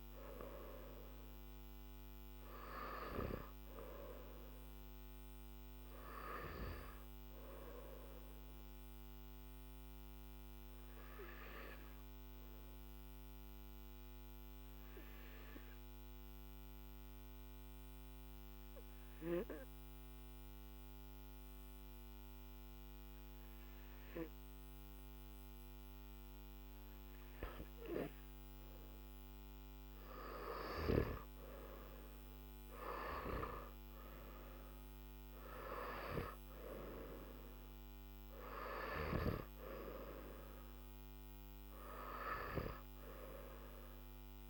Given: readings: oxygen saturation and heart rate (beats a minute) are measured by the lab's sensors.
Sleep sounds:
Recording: breathing in sleep by a microphone on the trachea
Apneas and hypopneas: 1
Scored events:
0.00-14.00 s: oxygen desaturation (device-marked, oxygen 92% lowest, heart rate 52 extreme)
7.00-29.00 s: obstructive apnea (oxygen 97% before, 91% lowest, heart rate 58 before, 53 extreme, up 8 after)
32.00-44.50 s: oxygen desaturation (device-marked, oxygen 97% before, 91% lowest, heart rate 55 before, 50 extreme)
33.00-44.50 s: new sleep stage, N3 (deep sleep)
From the record:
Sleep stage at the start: N2 (light sleep)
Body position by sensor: on the back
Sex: male

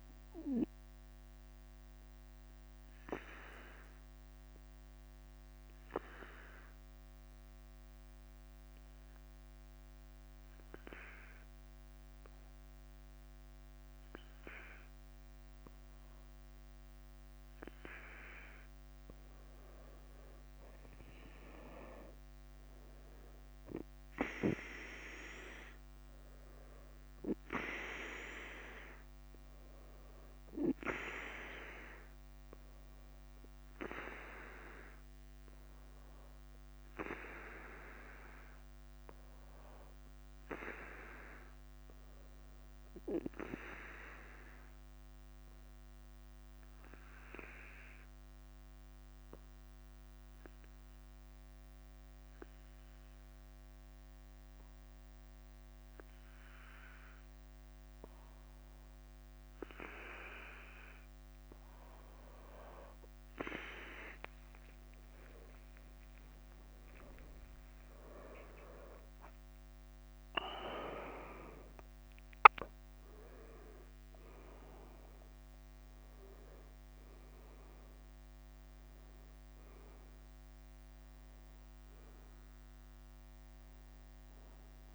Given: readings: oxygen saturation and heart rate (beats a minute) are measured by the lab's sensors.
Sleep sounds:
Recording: breathing in sleep by a microphone on the trachea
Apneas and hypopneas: 2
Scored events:
0.00-84.95 s: bradycardia (device-marked, heart rate 43 extreme)
1.00-18.00 s: obstructive apnea (oxygen 95% before, 92% lowest, heart rate 53 before, 44 extreme, up 4 after)
20.00-23.00 s: arousal
42.00-55.00 s: oxygen desaturation (device-marked, oxygen 96% before, 92% lowest, heart rate 51 before, 47 extreme)
45.00-61.00 s: obstructive apnea (oxygen 96% before, 92% lowest, heart rate 51 before, 47 extreme, up 6 after)
64.00-68.00 s: arousal
From the record:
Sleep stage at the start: N2 (light sleep)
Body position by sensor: on the back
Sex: male

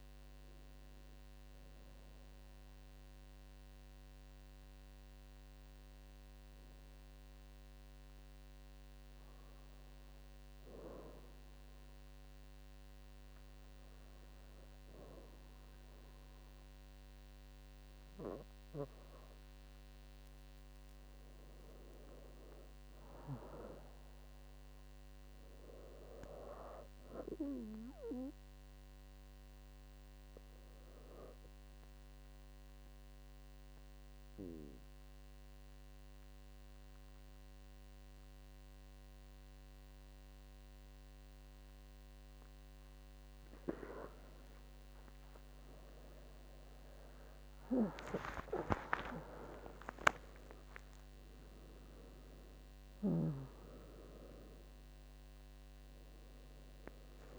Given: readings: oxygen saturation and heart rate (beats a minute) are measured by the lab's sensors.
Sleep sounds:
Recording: breathing in sleep by a microphone on the trachea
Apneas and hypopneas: 2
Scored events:
3.00-18.50 s: obstructive apnea (oxygen 98% before, 94% lowest, heart rate 159 before, 65 extreme, up 5 after)
20.50-24.00 s: arousal
32.50-43.00 s: obstructive apnea (oxygen 99% before, 94% lowest, heart rate 71 before, 68 extreme, up 50 after)
35.50-48.50 s: oxygen desaturation (device-marked, oxygen 97% before, 94% lowest, heart rate 71 before, 68 extreme)
48.00-52.50 s: arousal
From the record:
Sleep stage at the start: N2 (light sleep)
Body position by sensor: on the back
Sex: female

